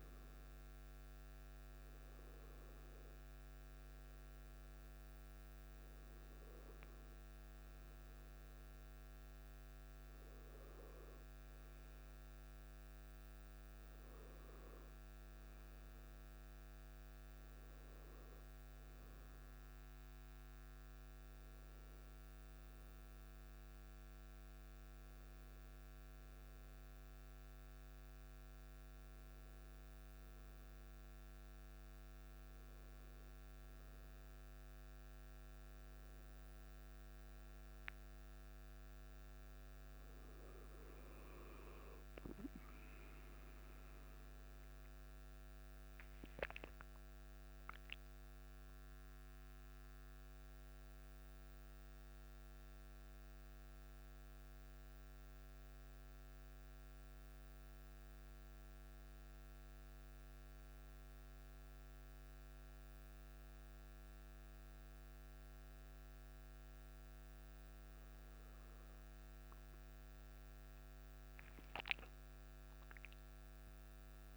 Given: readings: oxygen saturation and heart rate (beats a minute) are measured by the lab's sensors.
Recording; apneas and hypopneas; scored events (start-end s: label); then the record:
breathing in sleep, hard to hear, by a microphone on the trachea; none
45.00-49.50 s: arousal
From the record:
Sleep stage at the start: N1 (lightest sleep); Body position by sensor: on the back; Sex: male